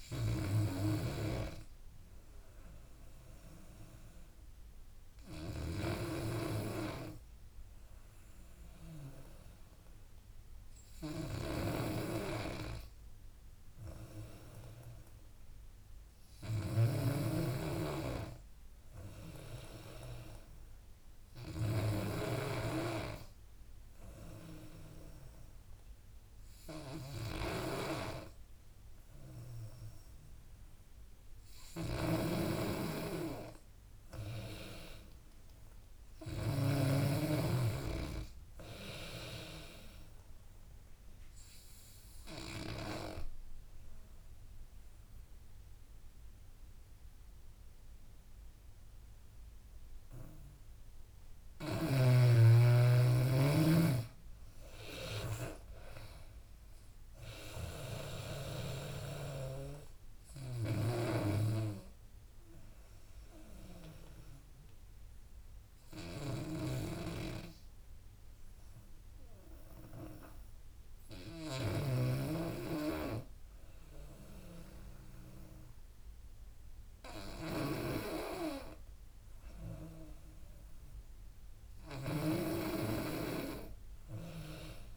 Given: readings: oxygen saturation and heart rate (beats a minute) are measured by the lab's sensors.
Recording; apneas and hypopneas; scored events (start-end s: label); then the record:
breathing in sleep by a room microphone; 3
0.00-2.00 s: drop in pulse transit time (device-marked, heart rate 76 extreme)
0.00-12.00 s: oxygen desaturation (device-marked, oxygen 91% lowest, heart rate 71 extreme)
0.00-37.00 s: snoring (device-marked)
2.00-13.00 s: hypopnea (oxygen 95% before, 90% lowest, heart rate 81 before, 71 extreme, up 3 after)
16.50-19.00 s: arousal
36.00-42.00 s: drop in pulse transit time (device-marked, heart rate 75 before, 79 extreme)
40.00-51.00 s: obstructive apnea (oxygen 96% before, 90% lowest, heart rate 77 before, 77 extreme, up 12 after)
42.00-56.00 s: oxygen desaturation (device-marked, oxygen 94% before, 90% lowest, heart rate 78 before, 77 extreme)
52.50-56.00 s: arousal
54.00-67.00 s: drop in pulse transit time (device-marked, heart rate 81 before, 78 extreme)
61.00-84.97 s: snoring (device-marked)
64.50-79.50 s: hypopnea (oxygen 94% before, 90% lowest, heart rate 84 before, 72 extreme)
82.00-84.97 s: arousal
From the record:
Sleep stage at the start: N2 (light sleep); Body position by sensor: on the back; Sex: female